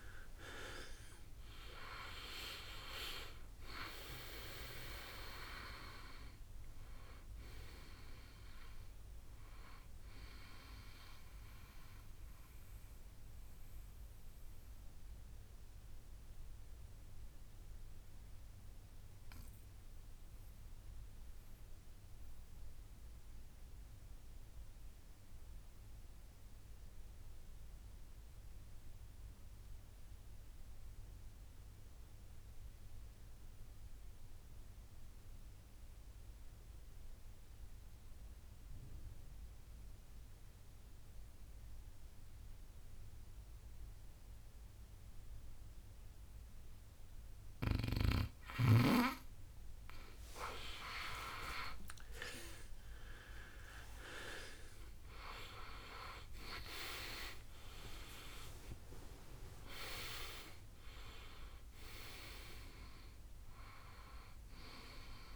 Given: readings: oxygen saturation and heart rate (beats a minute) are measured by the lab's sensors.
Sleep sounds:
breathing in sleep by a room microphone; 1
0.00-2.00 s: arousal
0.00-30.50 s: oxygen desaturation (device-marked, oxygen 89% lowest, heart rate 59 extreme)
11.50-50.50 s: mixed apnea (oxygen 99% before, 88% lowest, heart rate 73 before, 59 extreme, up 19 after)
43.50-65.35 s: oxygen desaturation (device-marked, oxygen 99% before, 88% lowest, heart rate 61 before, 58 extreme)
51.50-56.00 s: arousal
From the record:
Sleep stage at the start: N2 (light sleep); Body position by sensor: on the back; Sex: male

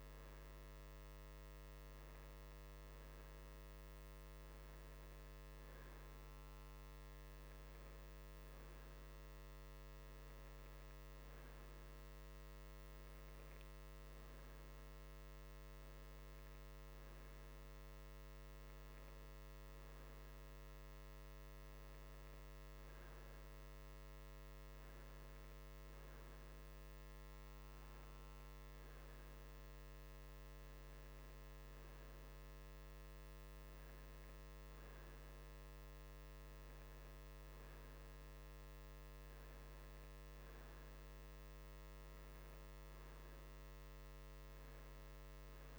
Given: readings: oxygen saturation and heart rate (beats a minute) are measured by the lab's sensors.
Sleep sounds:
breathing in sleep, hard to hear, by a microphone on the trachea; none
none scored
From the record:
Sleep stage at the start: N2 (light sleep); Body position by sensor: on the right side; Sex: male

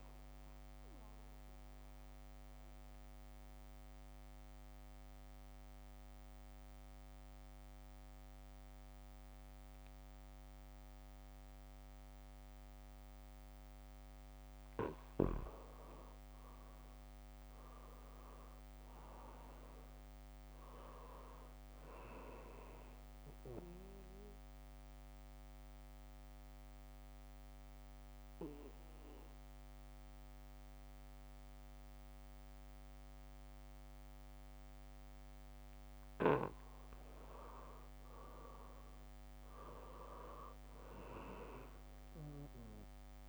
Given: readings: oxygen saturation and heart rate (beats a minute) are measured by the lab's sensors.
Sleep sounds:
breathing in sleep by a microphone on the trachea; 2
0.00-9.50 s: oxygen desaturation (device-marked, oxygen 85% lowest, heart rate 72 extreme)
0.50-14.00 s: mixed apnea (oxygen 97% before, 85% lowest, heart rate 78 before, 72 extreme, up 0 after)
18.50-22.00 s: arousal
21.50-35.50 s: oxygen desaturation (device-marked, oxygen 98% before, 86% lowest, heart rate 78 before, 72 extreme)
24.50-37.00 s: obstructive apnea (oxygen 98% before, 85% lowest, heart rate 78 before, 72 extreme, up 2 after)
38.00-41.50 s: arousal
From the record:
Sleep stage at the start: N2 (light sleep); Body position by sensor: on the back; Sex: male

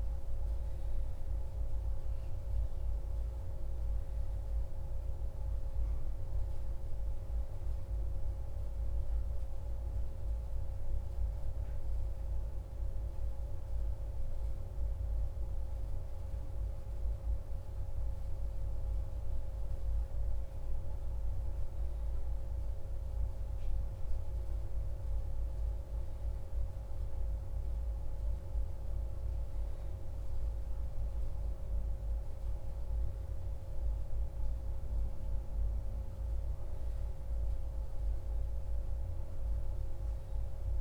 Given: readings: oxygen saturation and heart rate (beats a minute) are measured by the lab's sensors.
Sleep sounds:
breathing in sleep, hard to hear, by a room microphone; none
none scored
From the record:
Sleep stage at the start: N1 (lightest sleep); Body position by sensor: on the back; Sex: male

